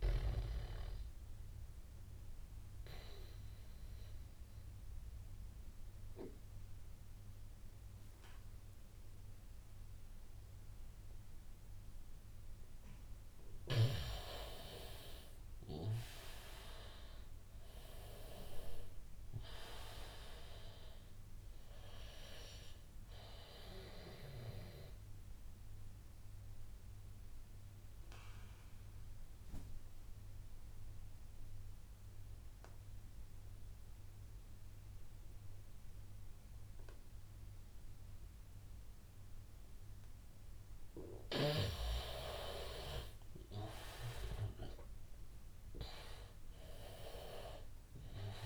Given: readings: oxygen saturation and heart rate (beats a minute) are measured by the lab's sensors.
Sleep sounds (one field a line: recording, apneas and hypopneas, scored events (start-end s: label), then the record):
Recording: breathing in sleep by a room microphone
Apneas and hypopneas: 2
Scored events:
0.00-12.50 s: oxygen desaturation (device-marked, oxygen 91% lowest, heart rate 80 extreme)
0.50-13.00 s: obstructive apnea (oxygen 99% before, 89% lowest, heart rate 90 before, 80 extreme, up 7 after)
15.00-18.50 s: arousal
25.00-41.00 s: obstructive apnea (oxygen 97% before, 89% lowest, heart rate 87 before, 81 extreme, up 10 after)
28.50-36.50 s: oxygen desaturation (device-marked, oxygen 96% before, 92% lowest, heart rate 87 before, 82 extreme)
42.50-46.00 s: arousal
From the record:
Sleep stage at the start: N2 (light sleep)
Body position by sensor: on the back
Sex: male